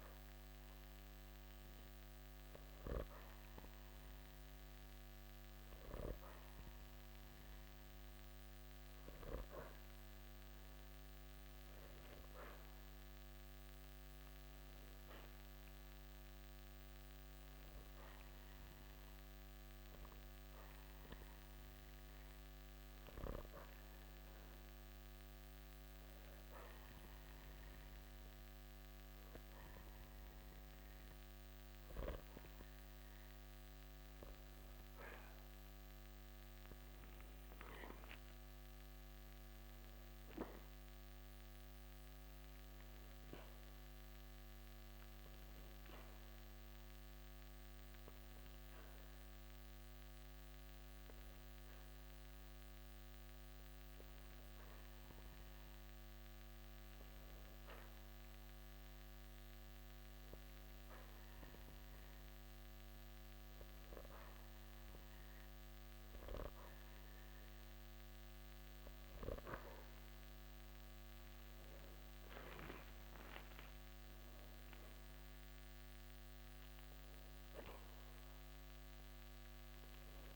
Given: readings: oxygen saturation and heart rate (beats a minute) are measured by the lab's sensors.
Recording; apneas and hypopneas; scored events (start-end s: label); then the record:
breathing in sleep by a microphone on the trachea; 2
0.00-18.50 s: oxygen desaturation (device-marked, oxygen 91% lowest, heart rate 55 extreme)
18.00-34.00 s: hypopnea (oxygen 95% before, 91% lowest, heart rate 68 before, 55 extreme, up 12 after)
37.50-41.50 s: arousal
50.50-70.00 s: hypopnea (oxygen 93% before, 91% lowest, heart rate 73 before, 54 extreme, up 41 after)
71.50-76.00 s: arousal
From the record:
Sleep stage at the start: N2 (light sleep); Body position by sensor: on the back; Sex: male